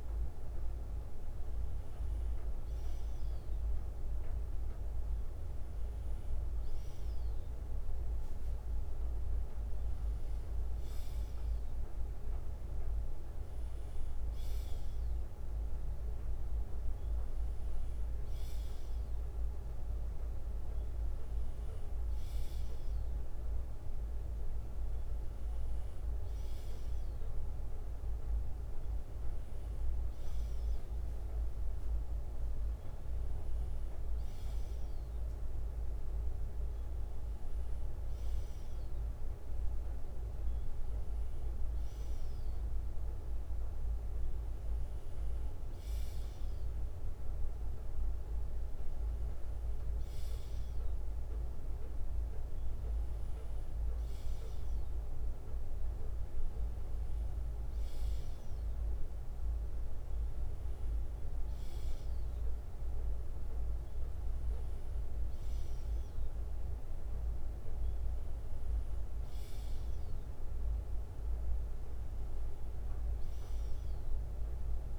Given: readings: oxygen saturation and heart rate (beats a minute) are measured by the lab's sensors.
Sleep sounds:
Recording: breathing in sleep, hard to hear, by a room microphone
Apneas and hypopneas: none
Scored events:
2.50-8.50 s: bradycardia (device-marked, heart rate 61 before, 59 extreme)
16.50-18.50 s: bradycardia (device-marked, heart rate 61 before, 65 extreme)
21.50-30.50 s: bradycardia (device-marked, heart rate 61 before, 58 extreme)
45.50-47.50 s: bradycardia (device-marked, heart rate 61 before, 57 extreme)
67.50-74.99 s: bradycardia (device-marked, heart rate 61 before, 58 extreme)
From the record:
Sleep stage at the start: N2 (light sleep)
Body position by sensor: on the left side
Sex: male

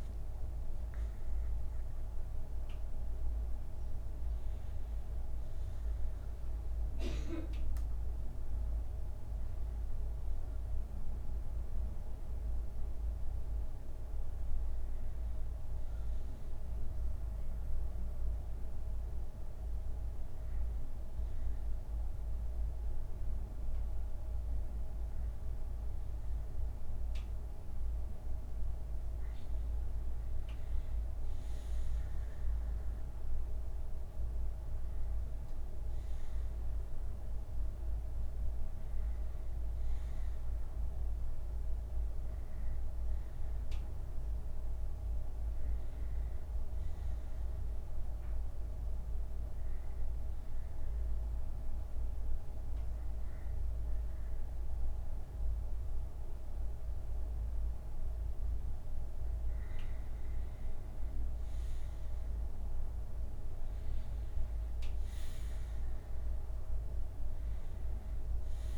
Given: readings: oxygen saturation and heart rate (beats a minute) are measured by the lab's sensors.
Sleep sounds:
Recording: breathing in sleep, hard to hear, by a room microphone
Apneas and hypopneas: 1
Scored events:
49.50-59.50 s: hypopnea (oxygen 95% before, 90% lowest, heart rate 71 before, 65 extreme, up 2 after)
64.00-67.50 s: arousal
From the record:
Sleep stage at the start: N2 (light sleep)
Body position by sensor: on the back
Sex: male

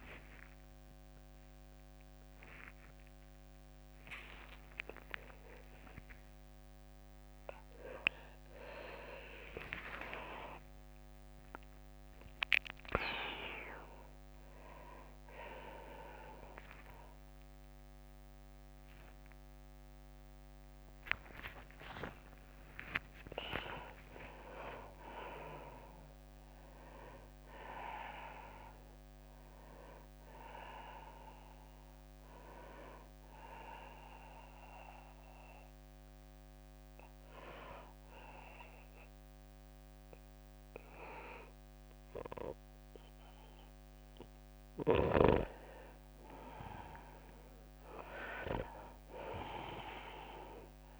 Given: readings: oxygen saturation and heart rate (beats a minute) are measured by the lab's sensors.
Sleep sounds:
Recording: a person partly awake in a sleep study, by a microphone on the trachea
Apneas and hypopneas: 1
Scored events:
0.00-6.00 s: oxygen desaturation (device-marked, oxygen 80% lowest, heart rate 97 extreme)
0.00-42.00 s: tachycardia (device-marked, heart rate 191 extreme)
2.00-4.00 s: long interval between heartbeats (device-marked, heart rate 110 before, 172 extreme)
4.00-6.00 s: long interval between heartbeats (device-marked, heart rate 118 before, 182 extreme)
17.00-19.00 s: long interval between heartbeats (device-marked, heart rate 134 before, 122 extreme)
19.50-21.50 s: long interval between heartbeats (device-marked, heart rate 135 before, 145 extreme)
22.50-24.50 s: long interval between heartbeats (device-marked, heart rate 135 before, 139 extreme)
25.00-51.00 s: new sleep stage, N2 (light sleep)
33.50-45.50 s: hypopnea (oxygen 99% before, 81% lowest, heart rate 121 before, 100 extreme, up 3 after)
44.00-51.00 s: tachycardia (device-marked, heart rate 104 before, 104 extreme)
48.00-51.00 s: arousal
From the record:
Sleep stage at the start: awake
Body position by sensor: on the right side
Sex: female

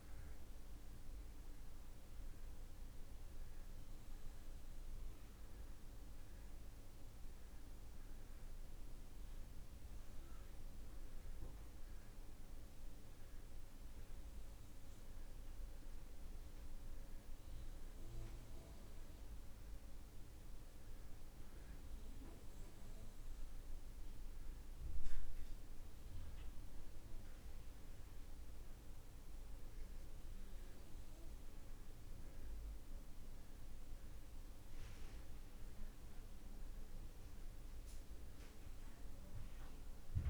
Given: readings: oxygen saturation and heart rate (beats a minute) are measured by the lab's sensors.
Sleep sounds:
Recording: breathing in sleep, hard to hear, by a room microphone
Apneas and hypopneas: none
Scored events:
none scored
From the record:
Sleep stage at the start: N2 (light sleep)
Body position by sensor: on the back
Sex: male

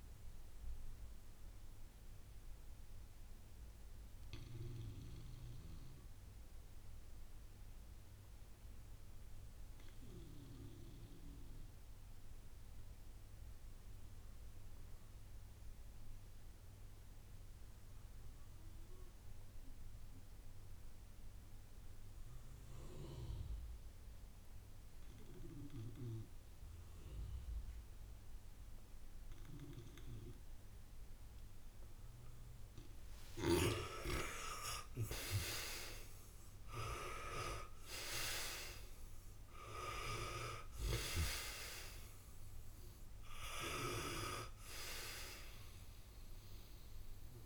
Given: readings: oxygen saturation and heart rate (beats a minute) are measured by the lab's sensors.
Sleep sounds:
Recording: breathing in sleep by a room microphone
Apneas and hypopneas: 1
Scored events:
1.50-31.00 s: obstructive apnea (oxygen 98% before, 80% lowest, heart rate 59 before, 56 extreme, up 6 after)
32.00-47.46 s: oxygen desaturation (device-marked, oxygen 96% before, 80% lowest, heart rate 66 before, 56 extreme)
32.50-38.50 s: arousal
From the record:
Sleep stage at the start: N2 (light sleep)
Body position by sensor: on the back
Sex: male

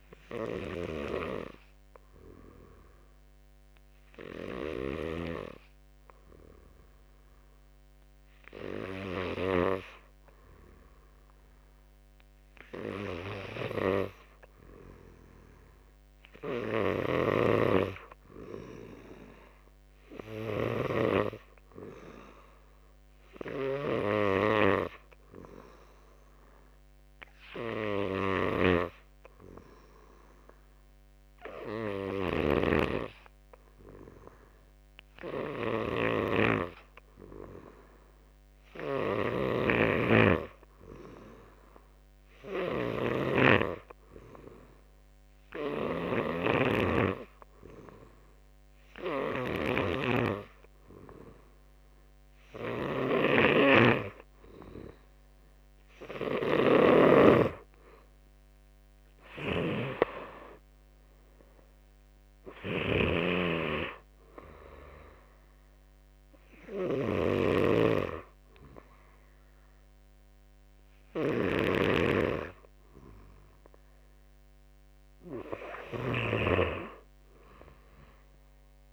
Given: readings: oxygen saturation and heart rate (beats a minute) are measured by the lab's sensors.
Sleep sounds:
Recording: breathing in sleep by a microphone on the trachea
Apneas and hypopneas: 1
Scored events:
0.00-5.50 s: oxygen desaturation (device-marked, oxygen 87% lowest, heart rate 48 extreme)
7.50-31.50 s: oxygen desaturation (device-marked, oxygen 95% before, 88% lowest, heart rate 55 before, 58 extreme)
16.50-20.50 s: snoring (device-marked)
28.00-53.00 s: hypopnea (oxygen 95% before, 86% lowest, heart rate 61 before, 56 extreme, up 12 after)
39.00-46.50 s: snoring (device-marked)
41.50-49.50 s: oxygen desaturation (device-marked, oxygen 91% before, 87% lowest, heart rate 65 before, 57 extreme)
52.50-78.93 s: snoring (device-marked)
56.50-59.50 s: arousal
56.50-71.50 s: drop in pulse transit time (device-marked, heart rate 63 before, 57 extreme)
From the record:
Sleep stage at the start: N2 (light sleep)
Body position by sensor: on the back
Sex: male

